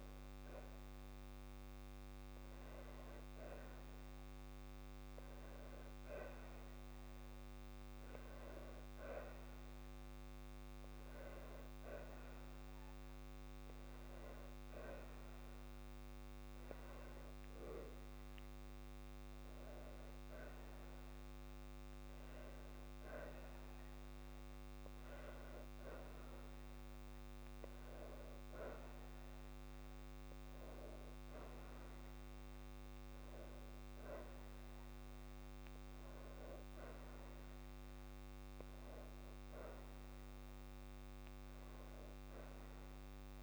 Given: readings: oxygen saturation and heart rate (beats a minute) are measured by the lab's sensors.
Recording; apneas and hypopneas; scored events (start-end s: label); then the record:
breathing in sleep by a microphone on the trachea; none
5.00-7.00 s: long interval between heartbeats (device-marked, heart rate 54 before, 59 extreme)
30.50-35.00 s: arousal
From the record:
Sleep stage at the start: N2 (light sleep); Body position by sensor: on the back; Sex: female